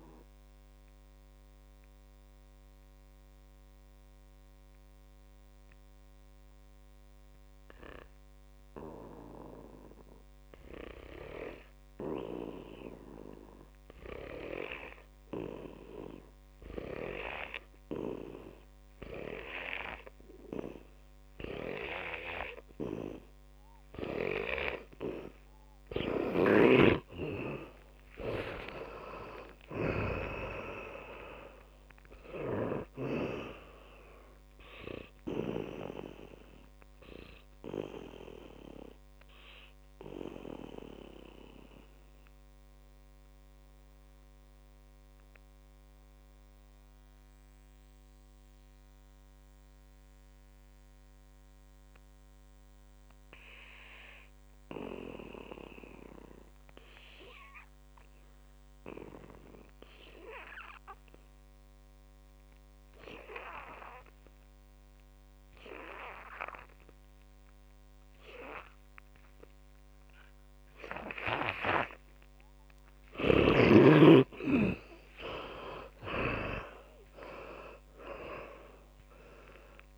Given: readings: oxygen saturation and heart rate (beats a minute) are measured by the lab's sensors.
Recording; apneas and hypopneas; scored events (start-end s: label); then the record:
a person partly awake in a sleep study, by a microphone on the trachea; 1
30.00-79.97 s: new sleep stage, N2 (light sleep)
34.00-57.00 s: oxygen desaturation (device-marked, oxygen 94% before, 90% lowest, heart rate 65 before, 50 extreme)
41.50-72.50 s: hypopnea (oxygen 100% before, 83% lowest, heart rate 70 before, 50 extreme, up 28 after)
63.00-79.97 s: oxygen desaturation (device-marked, oxygen 100% before, 83% lowest, heart rate 63 before, 50 extreme)
74.00-78.50 s: arousal
From the record:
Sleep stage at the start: awake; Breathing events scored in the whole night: 322 in 4.2 hours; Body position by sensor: on the back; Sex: male